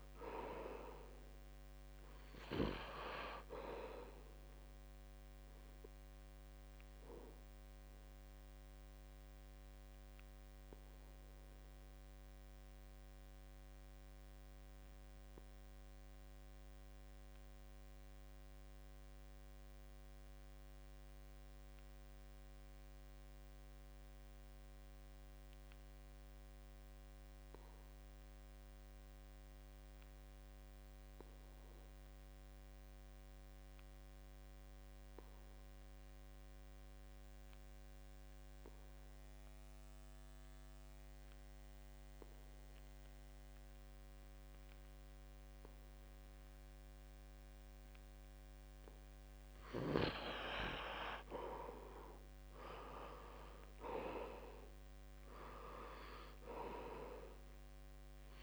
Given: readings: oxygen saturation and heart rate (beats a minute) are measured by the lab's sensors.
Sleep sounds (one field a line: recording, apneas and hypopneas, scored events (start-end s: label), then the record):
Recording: breathing in sleep by a microphone on the trachea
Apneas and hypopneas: 1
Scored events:
0.00-22.00 s: oxygen desaturation (device-marked, oxygen 77% lowest, heart rate 66 extreme)
7.00-49.00 s: obstructive apnea (oxygen 96% before, 74% lowest, heart rate 73 before, 64 extreme, up 10 after)
23.50-25.50 s: long interval between heartbeats (device-marked, heart rate 70 before, 72 extreme)
27.00-58.43 s: oxygen desaturation (device-marked, oxygen 97% before, 74% lowest, heart rate 69 before, 64 extreme)
51.50-55.50 s: arousal
From the record:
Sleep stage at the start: N2 (light sleep)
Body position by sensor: on the back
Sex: male